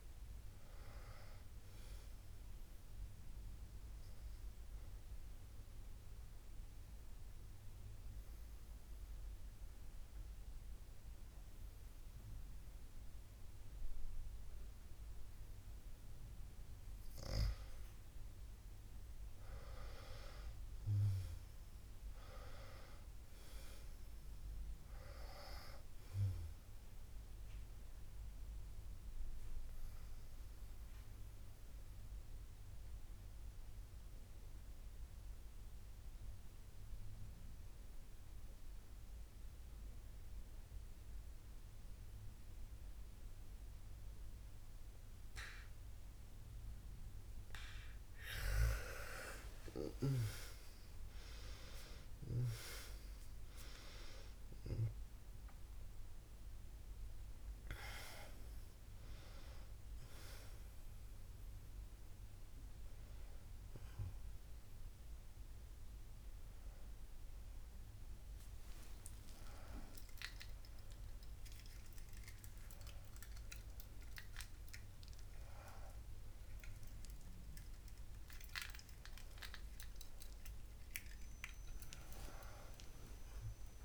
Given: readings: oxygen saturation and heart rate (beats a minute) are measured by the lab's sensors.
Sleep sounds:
a person partly awake in a sleep study, by a room microphone; 2
0.00-1.00 s: arousal
4.00-17.00 s: oxygen desaturation (device-marked, oxygen 97% before, 94% lowest, heart rate 62 before, 58 extreme)
4.50-17.00 s: obstructive apnea (oxygen 98% before, 91% lowest, heart rate 62 before, 58 extreme, up 18 after)
19.50-23.00 s: arousal
27.00-40.00 s: oxygen desaturation (device-marked, oxygen 97% before, 93% lowest, heart rate 68 before, 62 extreme)
28.00-49.00 s: obstructive apnea (oxygen 97% before, 91% lowest, heart rate 68 before, 54 extreme, up 37 after)
42.00-83.85 s: new sleep stage, awake
53.00-75.00 s: oxygen desaturation (device-marked, oxygen 97% before, 91% lowest, heart rate 71 before, 54 extreme)
From the record:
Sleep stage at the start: N2 (light sleep); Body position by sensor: on the back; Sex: female

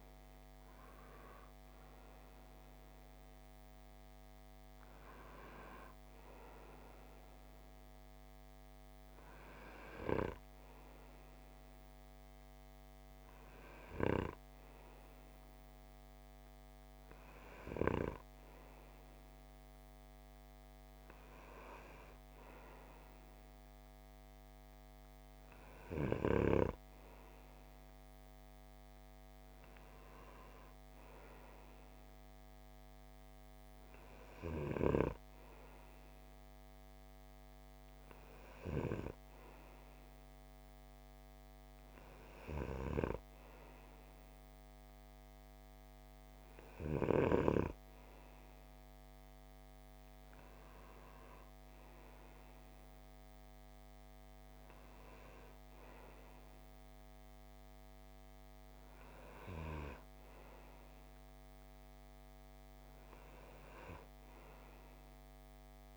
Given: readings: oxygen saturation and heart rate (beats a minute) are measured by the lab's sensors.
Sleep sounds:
breathing in sleep by a microphone on the trachea; none
17.00-65.97 s: new sleep stage, N2 (light sleep)
From the record:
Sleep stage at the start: N1 (lightest sleep); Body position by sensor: on the right side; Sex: male

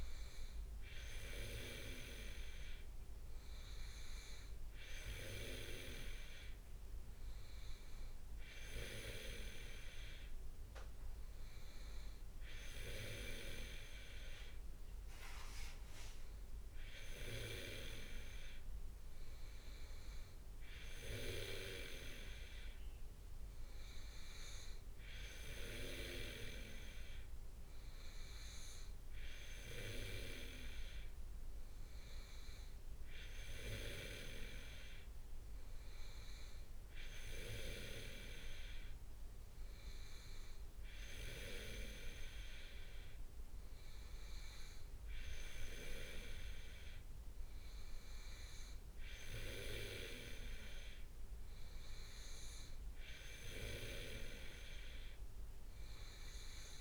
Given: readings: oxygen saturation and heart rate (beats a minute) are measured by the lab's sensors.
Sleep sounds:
breathing in sleep by a room microphone; none
none scored
From the record:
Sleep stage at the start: N2 (light sleep); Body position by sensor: on the back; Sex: male

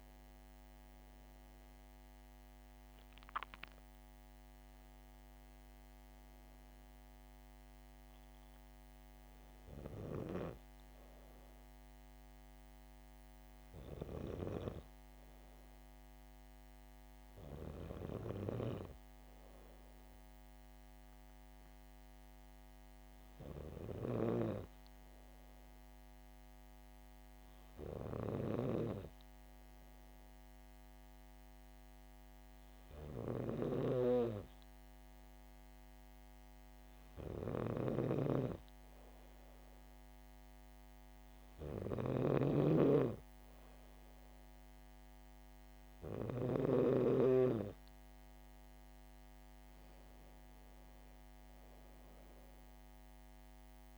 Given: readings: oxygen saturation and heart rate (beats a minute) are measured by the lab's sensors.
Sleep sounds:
breathing in sleep by a microphone on the trachea; 1
0.00-17.00 s: oxygen desaturation (device-marked, oxygen 93% lowest, heart rate 66 extreme)
22.00-38.50 s: hypopnea (oxygen 99% before, 94% lowest, heart rate 73 before, 64 extreme, up 3 after)
37.50-46.50 s: snoring (device-marked)
40.50-44.00 s: arousal
From the record:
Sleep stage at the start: N2 (light sleep); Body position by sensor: on the back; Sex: female

